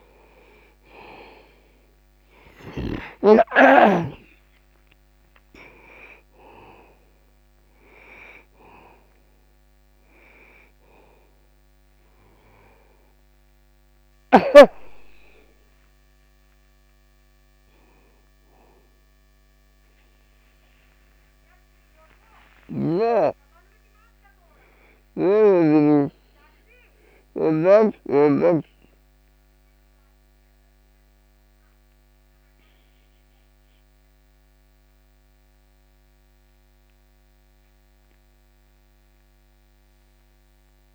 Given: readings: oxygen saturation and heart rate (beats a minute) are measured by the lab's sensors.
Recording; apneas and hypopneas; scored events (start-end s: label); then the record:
a person awake in a sleep study, by a microphone on the trachea; none
0.00-4.00 s: snoring (device-marked)
0.00-36.50 s: oxygen desaturation (device-marked, oxygen 84% lowest, heart rate 62 extreme)
10.50-40.95 s: new sleep stage, awake
From the record:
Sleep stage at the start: N2 (light sleep); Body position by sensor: on the back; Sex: male